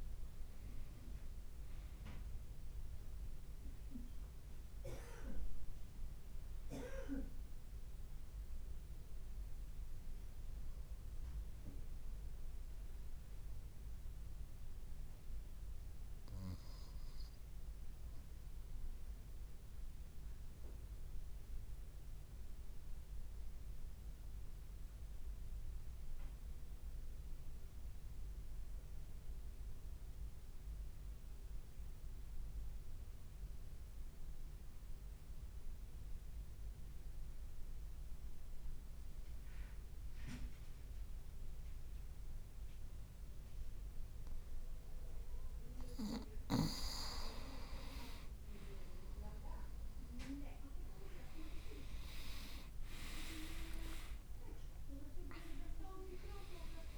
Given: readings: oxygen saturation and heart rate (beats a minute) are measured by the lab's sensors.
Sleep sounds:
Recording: breathing in sleep by a room microphone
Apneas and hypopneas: 1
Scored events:
6.50-10.50 s: arousal
7.00-15.00 s: oxygen desaturation (device-marked, oxygen 96% before, 93% lowest, heart rate 59 before, 53 extreme)
13.00-44.50 s: obstructive apnea (oxygen 96% before, 94% lowest, heart rate 57 before, 53 extreme, up 3 after)
47.50-52.00 s: arousal
51.00-56.98 s: new sleep stage, N1 (lightest sleep)
From the record:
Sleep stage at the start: N2 (light sleep)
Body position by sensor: on the right side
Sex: male

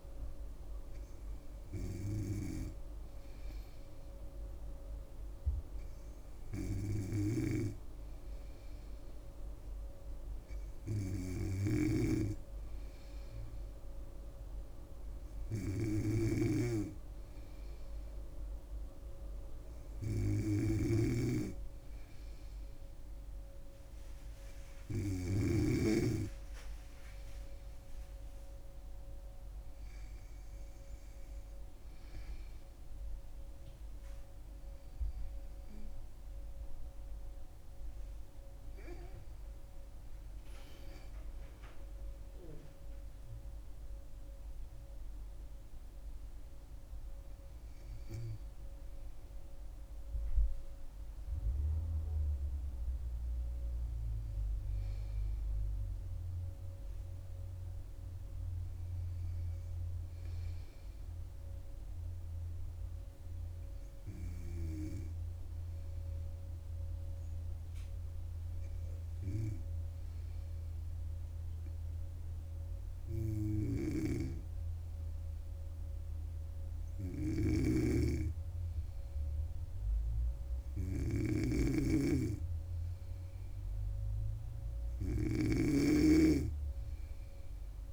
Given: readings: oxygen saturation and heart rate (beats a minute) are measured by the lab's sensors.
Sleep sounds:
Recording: breathing in sleep by a room microphone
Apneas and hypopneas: 1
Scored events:
7.50-26.00 s: snoring (device-marked)
48.00-87.93 s: new sleep stage, N2 (light sleep)
52.00-56.00 s: arousal
60.00-82.50 s: hypopnea (oxygen 97% before, 95% lowest, heart rate 74 before, 67 extreme, up 0 after)
77.50-87.93 s: snoring (device-marked)
85.00-87.93 s: arousal
From the record:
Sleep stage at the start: N3 (deep sleep)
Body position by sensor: on the back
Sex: female

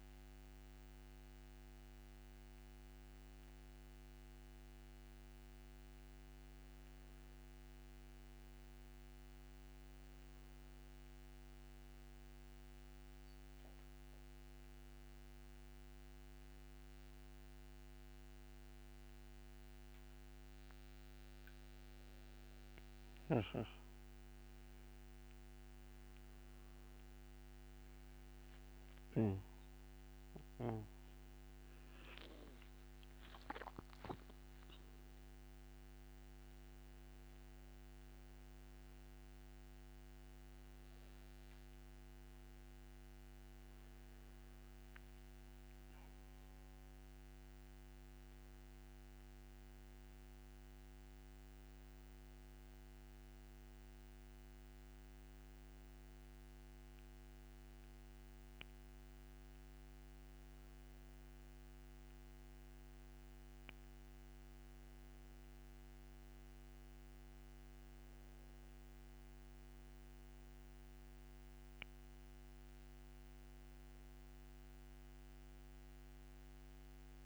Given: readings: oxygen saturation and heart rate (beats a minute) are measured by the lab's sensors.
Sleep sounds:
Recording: a person awake in a sleep study, hard to hear, by a microphone on the trachea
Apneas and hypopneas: none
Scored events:
17.00-23.00 s: tachycardia (device-marked, heart rate 68 before, 124 extreme)
25.00-34.00 s: tachycardia (device-marked, heart rate 70 before, 137 extreme)
From the record:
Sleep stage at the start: awake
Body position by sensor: on the back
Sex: male

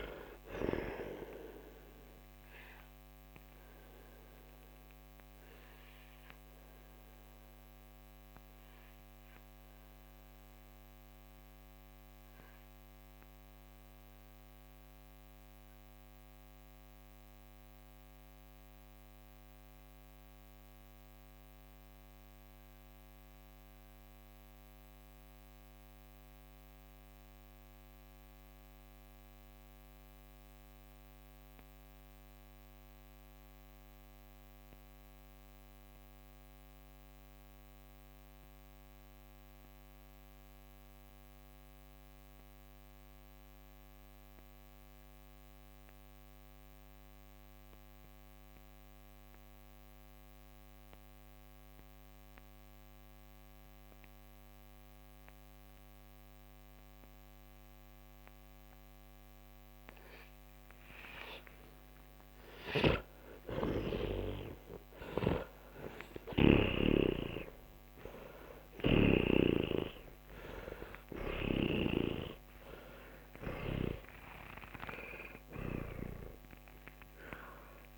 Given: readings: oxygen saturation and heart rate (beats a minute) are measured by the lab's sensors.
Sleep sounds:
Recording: breathing in sleep by a microphone on the trachea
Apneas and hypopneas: 1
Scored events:
0.00-28.50 s: oxygen desaturation (device-marked, oxygen 77% lowest, heart rate 43 extreme)
3.00-61.00 s: mixed apnea (oxygen 96% before, 77% lowest, heart rate 68 before, 43 extreme, up 6 after)
51.50-77.98 s: oxygen desaturation (device-marked, oxygen 98% before, 86% lowest, heart rate 54 before, 39 extreme)
62.00-67.00 s: arousal
62.50-66.50 s: snoring (device-marked)
71.00-75.50 s: snoring (device-marked)
From the record:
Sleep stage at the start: N2 (light sleep)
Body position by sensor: on the back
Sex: male

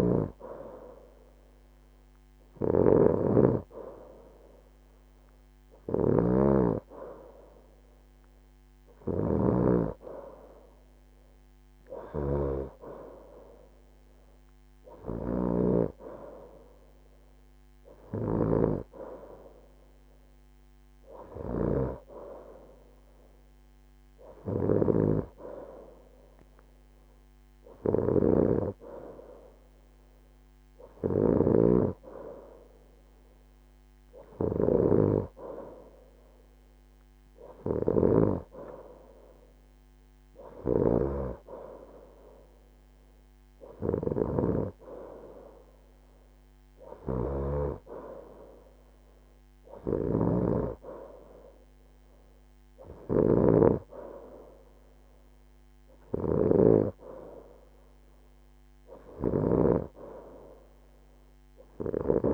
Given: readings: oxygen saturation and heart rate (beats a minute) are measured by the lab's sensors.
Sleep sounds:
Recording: breathing in sleep by a microphone on the trachea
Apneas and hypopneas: none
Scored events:
none scored
From the record:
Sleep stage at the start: N2 (light sleep)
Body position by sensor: on the right side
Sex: female

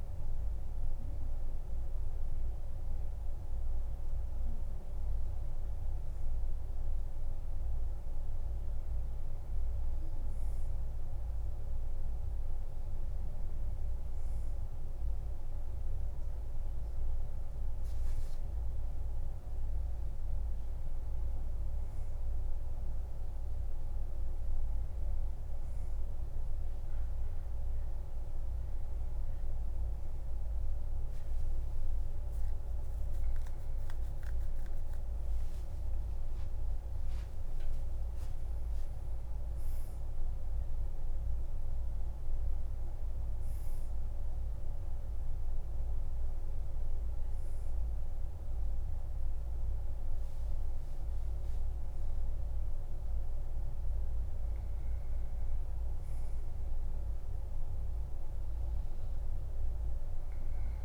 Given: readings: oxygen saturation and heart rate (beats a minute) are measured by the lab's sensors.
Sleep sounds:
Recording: a person awake in a sleep study, hard to hear, by a room microphone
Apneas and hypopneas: none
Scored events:
37.00-39.00 s: long interval between heartbeats (device-marked, heart rate 57 before, 82 extreme)
From the record:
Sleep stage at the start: awake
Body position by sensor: on the back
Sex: male

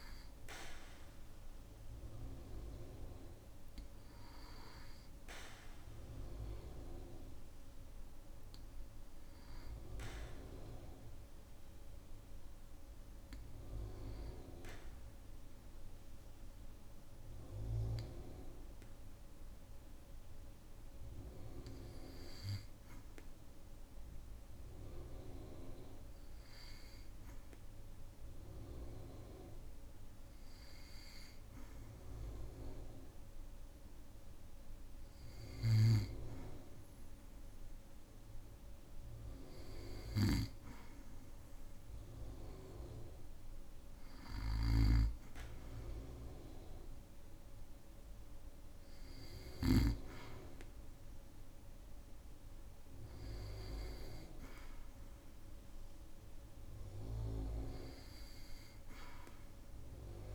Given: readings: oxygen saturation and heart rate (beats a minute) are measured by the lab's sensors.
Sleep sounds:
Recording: breathing in sleep by a room microphone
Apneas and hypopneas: 1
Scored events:
15.50-35.50 s: hypopnea (oxygen 97% before, 96% lowest, heart rate 58 before, 56 extreme, up 2 after)
38.00-41.50 s: arousal
40.00-49.50 s: snoring (device-marked)
From the record:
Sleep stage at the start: N2 (light sleep)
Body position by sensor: on the back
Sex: male

